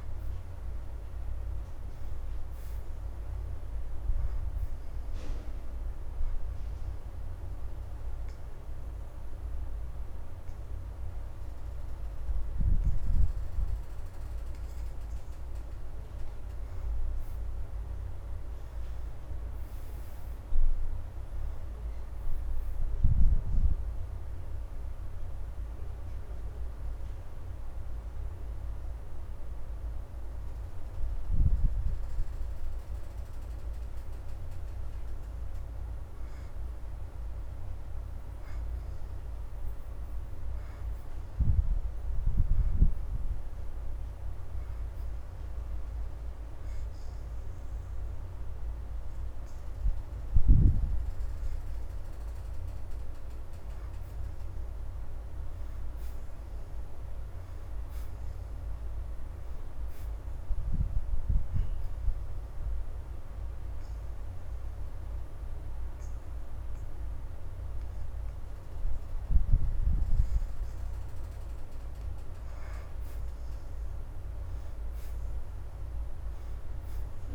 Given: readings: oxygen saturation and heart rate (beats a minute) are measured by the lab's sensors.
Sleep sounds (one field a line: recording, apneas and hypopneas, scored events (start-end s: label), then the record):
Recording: breathing in sleep, hard to hear, by a room microphone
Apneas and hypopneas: 3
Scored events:
0.00-3.50 s: arousal
7.00-17.00 s: obstructive apnea (oxygen 85% before, 63% lowest, heart rate 78 before, 76 extreme, up 6 after)
7.00-20.00 s: oxygen desaturation (device-marked, oxygen 83% before, 71% lowest, heart rate 78 before, 76 extreme)
19.00-22.00 s: arousal
22.00-42.00 s: oxygen desaturation (device-marked, oxygen 81% before, 63% lowest, heart rate 81 before, 76 extreme)
40.50-43.50 s: arousal
44.00-56.00 s: oxygen desaturation (device-marked, oxygen 83% before, 74% lowest, heart rate 79 before, 79 extreme)
45.50-55.50 s: hypopnea (oxygen 83% before, 65% lowest, heart rate 79 before, 79 extreme, up 5 after)
56.50-59.50 s: arousal
62.00-72.00 s: obstructive apnea (oxygen 83% before, 64% lowest, heart rate 81 before, 79 extreme, up 4 after)
64.00-76.00 s: oxygen desaturation (device-marked, oxygen 76% before, 65% lowest, heart rate 82 before, 79 extreme)
74.00-77.35 s: arousal
From the record:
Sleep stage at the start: N2 (light sleep)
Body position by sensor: on the back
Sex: female